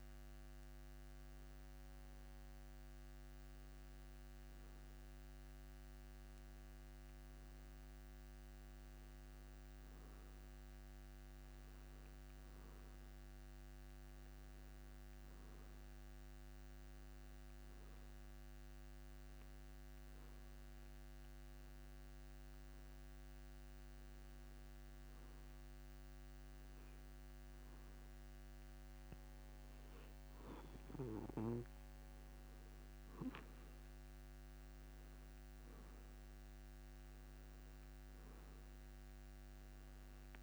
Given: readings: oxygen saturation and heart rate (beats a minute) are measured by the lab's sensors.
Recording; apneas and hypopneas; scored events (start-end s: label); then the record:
breathing in sleep, hard to hear, by a microphone on the trachea; 1
20.00-32.00 s: hypopnea (oxygen 96% before, 92% lowest)
35.50-39.00 s: arousal
From the record:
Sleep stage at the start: N2 (light sleep); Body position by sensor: on the back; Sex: male